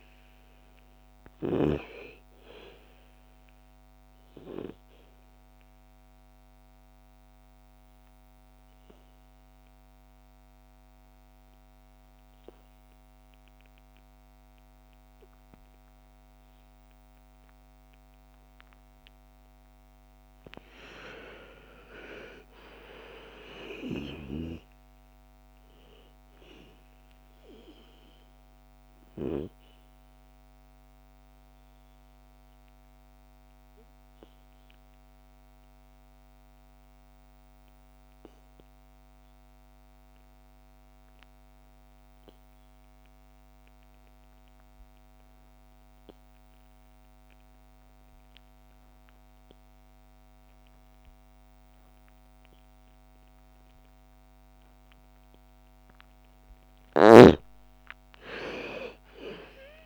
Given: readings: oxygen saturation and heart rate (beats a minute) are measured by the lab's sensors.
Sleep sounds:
breathing in sleep by a microphone on the trachea; 2
0.00-13.50 s: oxygen desaturation (device-marked, oxygen 81% lowest, heart rate 55 extreme)
3.50-18.00 s: obstructive apnea (oxygen 98% before, 79% lowest, heart rate 64 before, 54 extreme, up 21 after)
20.00-24.00 s: arousal
27.50-44.50 s: oxygen desaturation (device-marked, oxygen 99% before, 92% lowest, heart rate 63 before, 54 extreme)
28.50-55.50 s: obstructive apnea (oxygen 99% before, 79% lowest, heart rate 63 before, 54 extreme, up 13 after)
54.50-59.86 s: oxygen desaturation (device-marked, oxygen 99% before, 79% lowest, heart rate 56 before, 57 extreme)
57.00-59.86 s: arousal
From the record:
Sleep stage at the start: N2 (light sleep); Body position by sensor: on the back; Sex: female

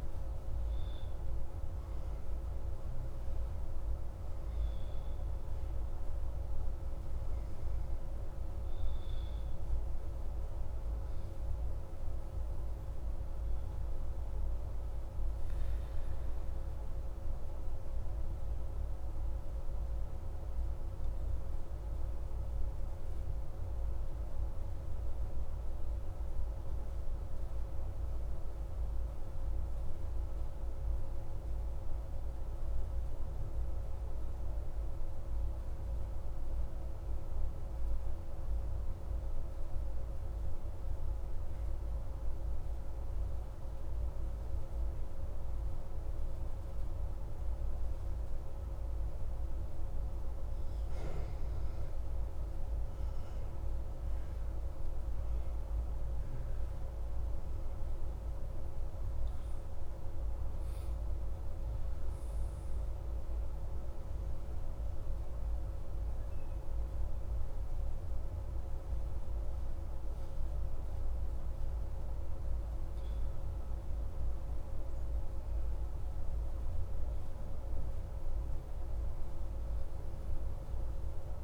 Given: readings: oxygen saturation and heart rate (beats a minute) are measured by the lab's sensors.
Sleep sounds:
breathing in sleep, hard to hear, by a room microphone; 2
0.00-1.00 s: arousal
16.00-53.50 s: obstructive apnea (oxygen 97% before, 93% lowest)
55.00-58.50 s: arousal
62.50-72.50 s: obstructive apnea (oxygen 98% before, 93% lowest)
73.50-78.00 s: arousal
From the record:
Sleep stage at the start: N2 (light sleep); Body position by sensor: on the back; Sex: male

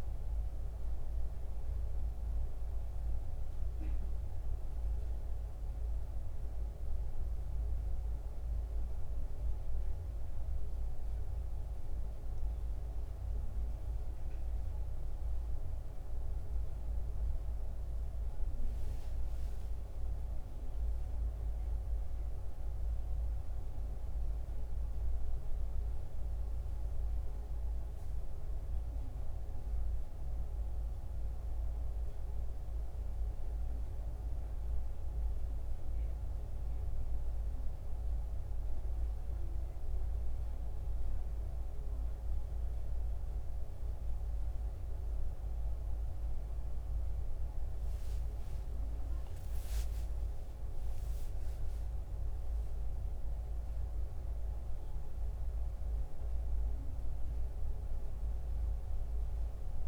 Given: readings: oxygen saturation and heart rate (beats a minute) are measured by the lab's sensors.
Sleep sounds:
breathing in sleep, hard to hear, by a room microphone; none
0.00-26.50 s: oxygen desaturation (device-marked, oxygen 93% lowest, heart rate 69 extreme)
45.00-50.50 s: arousal
From the record:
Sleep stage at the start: N1 (lightest sleep); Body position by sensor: on the back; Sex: male

